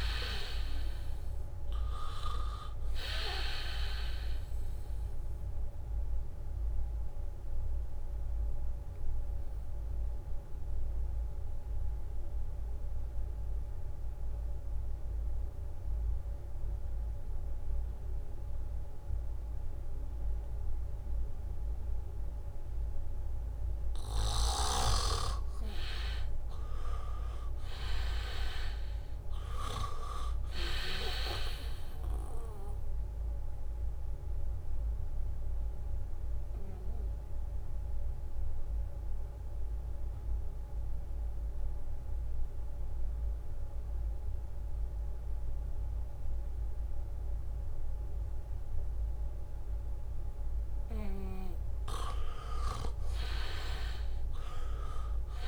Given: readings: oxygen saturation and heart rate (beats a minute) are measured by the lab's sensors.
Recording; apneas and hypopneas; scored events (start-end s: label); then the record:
breathing in sleep by a room microphone; 2
0.00-2.00 s: arousal
0.00-3.50 s: oxygen desaturation (device-marked, oxygen 92% lowest, heart rate 77 extreme)
5.50-15.50 s: oxygen desaturation (device-marked, oxygen 96% before, 84% lowest, heart rate 79 before, 76 extreme)
7.50-25.50 s: obstructive apnea (oxygen 98% before, 83% lowest, heart rate 79 before, 76 extreme, up 0 after)
24.50-47.50 s: oxygen desaturation (device-marked, oxygen 98% before, 83% lowest, heart rate 79 before, 77 extreme)
27.50-31.50 s: arousal
34.50-51.00 s: obstructive apnea (oxygen 98% before, 82% lowest, heart rate 78 before, 78 extreme, up 2 after)
49.50-55.48 s: oxygen desaturation (device-marked, oxygen 98% before, 83% lowest, heart rate 78 before, 76 extreme)
From the record:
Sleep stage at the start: N2 (light sleep); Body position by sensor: on the back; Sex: male